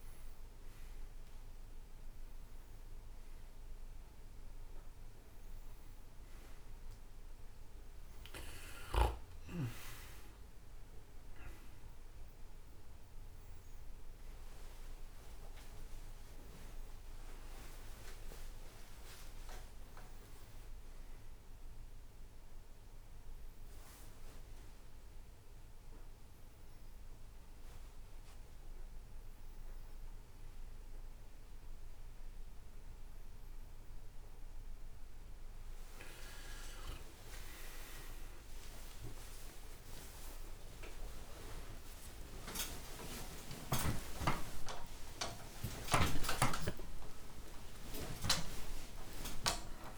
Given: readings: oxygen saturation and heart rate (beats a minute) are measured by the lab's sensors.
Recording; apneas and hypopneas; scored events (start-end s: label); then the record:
a person awake in a sleep study, by a room microphone; none
0.00-6.50 s: oxygen desaturation (device-marked, oxygen 92% lowest, heart rate 69 extreme)
39.50-49.98 s: tachycardia (device-marked, heart rate 71 before, 122 extreme)
From the record:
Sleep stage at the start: awake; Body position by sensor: on the back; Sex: male